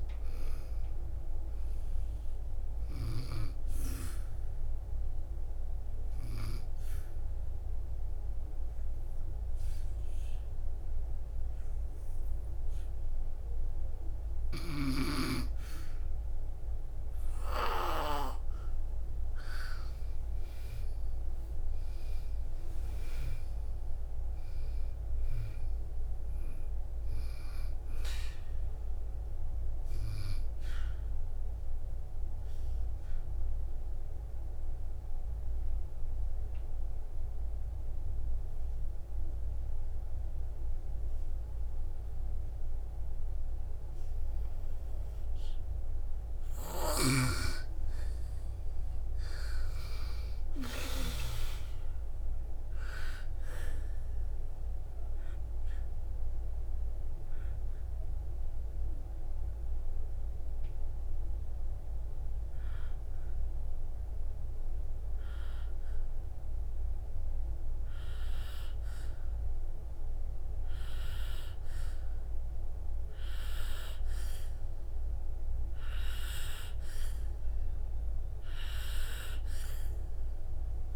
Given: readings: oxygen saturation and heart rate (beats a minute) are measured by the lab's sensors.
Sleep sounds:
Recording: breathing in sleep by a room microphone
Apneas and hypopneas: 3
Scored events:
5.00-20.50 s: hypopnea (oxygen 96% before, 91% lowest, heart rate 68 before, 58 extreme, up 8 after)
14.00-19.00 s: oxygen desaturation (device-marked, oxygen 95% before, 92% lowest, heart rate 67 before, 58 extreme)
22.00-27.00 s: arousal
32.00-46.50 s: obstructive apnea (oxygen 97% before, 91% lowest, heart rate 66 before, 58 extreme, up 11 after)
41.00-50.00 s: oxygen desaturation (device-marked, oxygen 95% before, 92% lowest, heart rate 65 before, 58 extreme)
49.00-52.00 s: arousal
55.50-68.00 s: obstructive apnea (oxygen 97% before, 91% lowest, heart rate 62 before, 58 extreme, up 7 after)
68.00-78.00 s: oxygen desaturation (device-marked, oxygen 96% before, 91% lowest, heart rate 65 before, 62 extreme)
71.00-74.00 s: arousal
From the record:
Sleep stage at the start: N2 (light sleep)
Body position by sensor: on the back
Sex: female

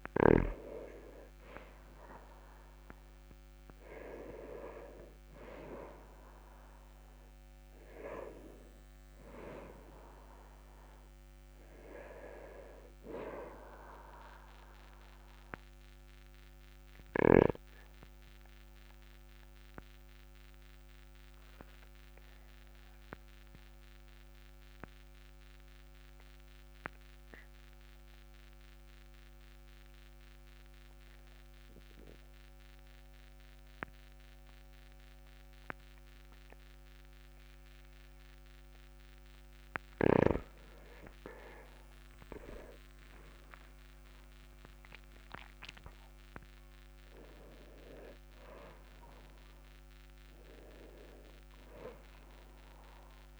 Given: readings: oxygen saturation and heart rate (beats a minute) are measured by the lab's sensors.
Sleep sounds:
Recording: breathing in sleep by a microphone on the trachea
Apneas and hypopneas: 1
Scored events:
15.00-39.00 s: obstructive apnea (oxygen 99% before, 96% lowest, heart rate 45 before, 42 extreme, up 10 after)
44.50-49.50 s: arousal
From the record:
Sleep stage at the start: N2 (light sleep)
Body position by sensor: on the back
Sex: male

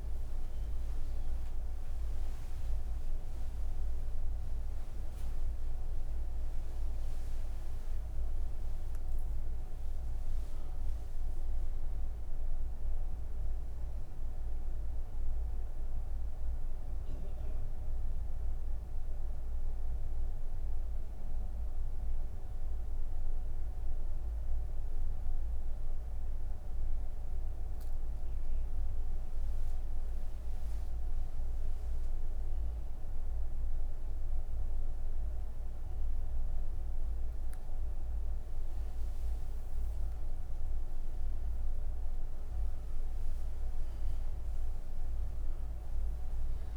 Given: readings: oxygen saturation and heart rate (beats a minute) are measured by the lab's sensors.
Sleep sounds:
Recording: breathing in sleep, hard to hear, by a room microphone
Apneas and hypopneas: 1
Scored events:
17.00-28.00 s: hypopnea (oxygen 99% before, 95% lowest)
From the record:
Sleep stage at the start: N1 (lightest sleep)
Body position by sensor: on the right side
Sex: female

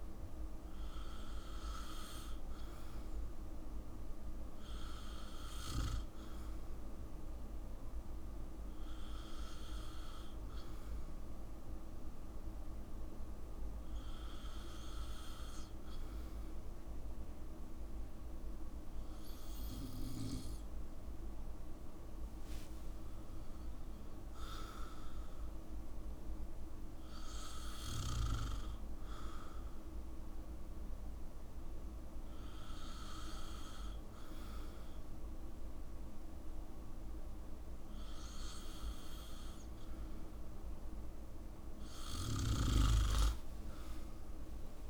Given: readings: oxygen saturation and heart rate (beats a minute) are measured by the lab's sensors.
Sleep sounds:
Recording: breathing in sleep by a room microphone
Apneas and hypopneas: none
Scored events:
none scored
From the record:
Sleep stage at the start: N2 (light sleep)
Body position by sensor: on the back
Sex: male

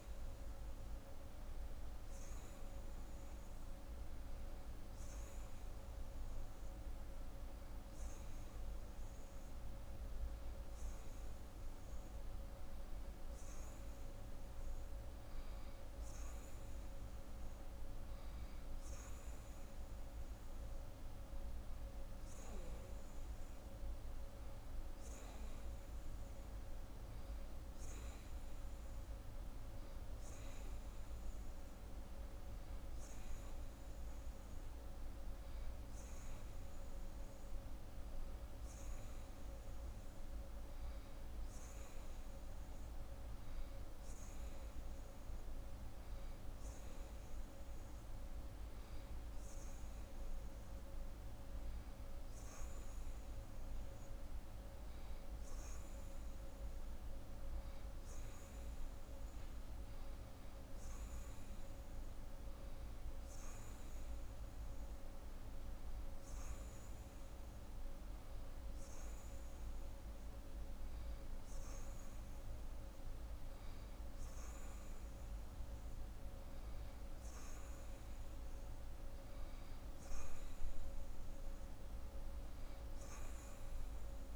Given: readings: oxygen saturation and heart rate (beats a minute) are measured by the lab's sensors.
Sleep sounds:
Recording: breathing in sleep, hard to hear, by a room microphone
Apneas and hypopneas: none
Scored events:
none scored
From the record:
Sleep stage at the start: N2 (light sleep)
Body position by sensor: on the right side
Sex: female

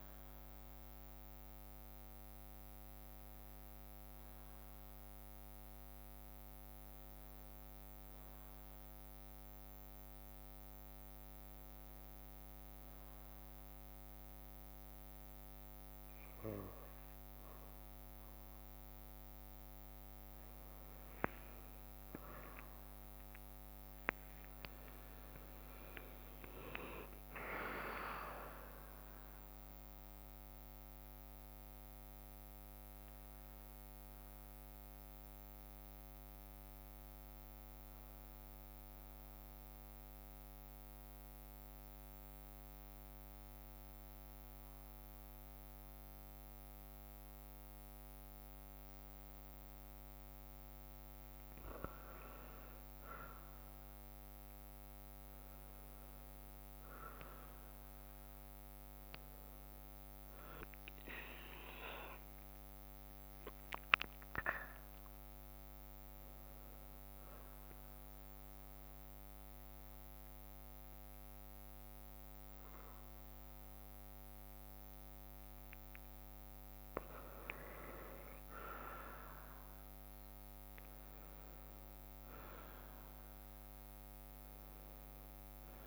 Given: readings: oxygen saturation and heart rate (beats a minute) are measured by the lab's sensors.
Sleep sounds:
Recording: breathing in sleep by a microphone on the trachea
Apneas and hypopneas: 2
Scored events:
21.50-25.50 s: arousal
29.50-40.50 s: drop in pulse transit time (device-marked, heart rate 64 before, 62 extreme)
38.50-50.00 s: central apnea (oxygen 94% before, 93% lowest, heart rate 64 before, 60 extreme, up 2 after)
53.50-57.50 s: arousal
62.50-70.50 s: oxygen desaturation (device-marked, oxygen 97% before, 93% lowest, heart rate 61 before, 60 extreme)
67.00-77.50 s: mixed apnea (oxygen 98% before, 91% lowest, heart rate 62 before, 59 extreme, up 4 after)
80.00-84.50 s: arousal
From the record:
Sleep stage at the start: N1 (lightest sleep)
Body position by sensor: on the back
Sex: female

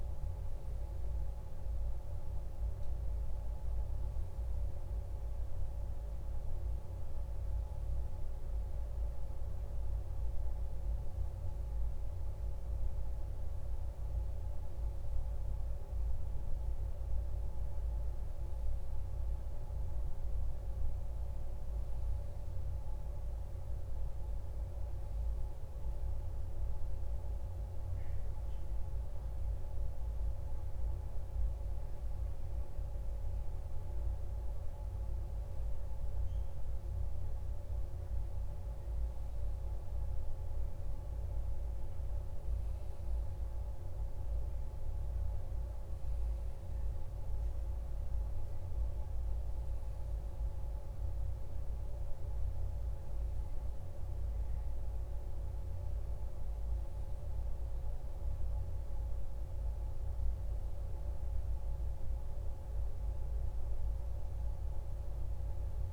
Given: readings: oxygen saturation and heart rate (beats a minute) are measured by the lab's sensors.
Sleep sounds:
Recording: breathing in sleep, hard to hear, by a room microphone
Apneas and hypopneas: none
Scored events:
none scored
From the record:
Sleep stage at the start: N2 (light sleep)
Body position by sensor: on the back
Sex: male

